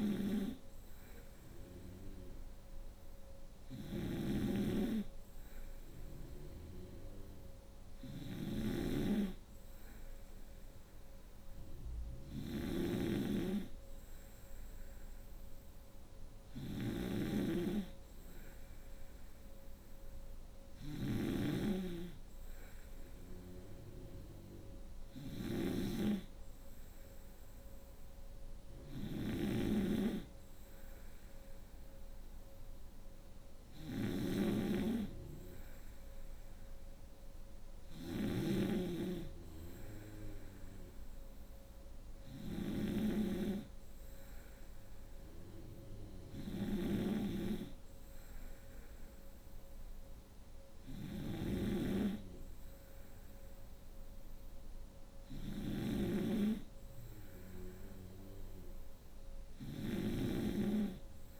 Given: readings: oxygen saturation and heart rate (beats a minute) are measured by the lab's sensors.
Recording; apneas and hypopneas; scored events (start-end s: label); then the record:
breathing in sleep by a room microphone; none
0.00-61.40 s: snoring (device-marked)
From the record:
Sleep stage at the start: N3 (deep sleep); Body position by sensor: on the right side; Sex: female